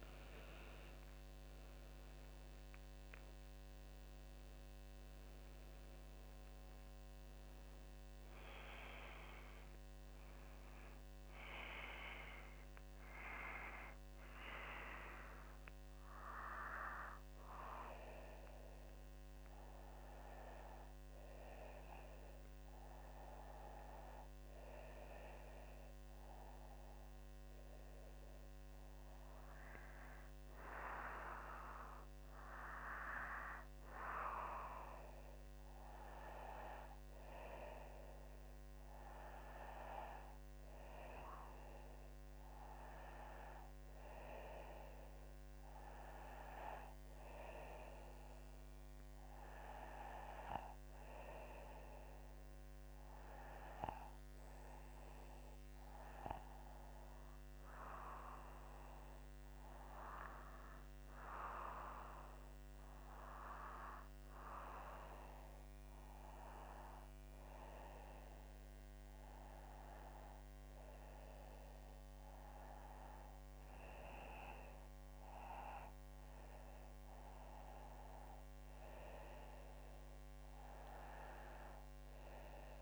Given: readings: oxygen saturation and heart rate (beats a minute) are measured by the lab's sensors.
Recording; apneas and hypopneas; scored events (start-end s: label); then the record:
breathing in sleep by a microphone on the trachea; none
none scored
From the record:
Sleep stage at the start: N2 (light sleep); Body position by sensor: on the back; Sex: female